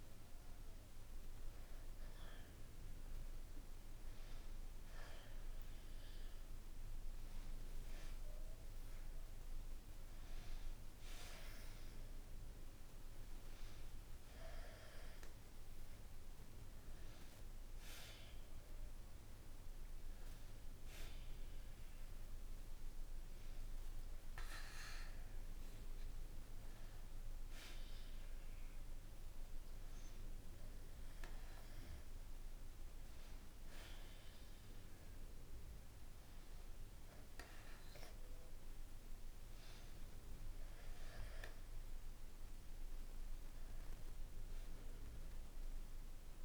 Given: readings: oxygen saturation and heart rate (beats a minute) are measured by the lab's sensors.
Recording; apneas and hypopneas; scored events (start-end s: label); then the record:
breathing in sleep by a room microphone; none
none scored
From the record:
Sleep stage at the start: N1 (lightest sleep); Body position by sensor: on the back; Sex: male